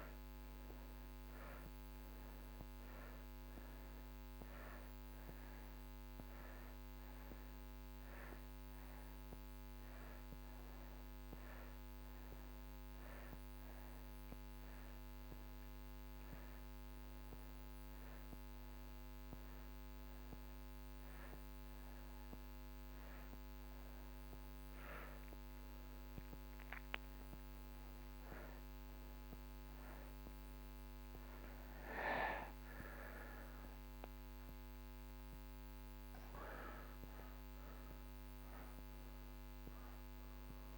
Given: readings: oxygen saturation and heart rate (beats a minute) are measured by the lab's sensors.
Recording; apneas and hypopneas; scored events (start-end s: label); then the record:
a person awake in a sleep study, hard to hear, by a microphone on the trachea; none
none scored
From the record:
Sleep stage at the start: awake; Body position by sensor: upright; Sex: male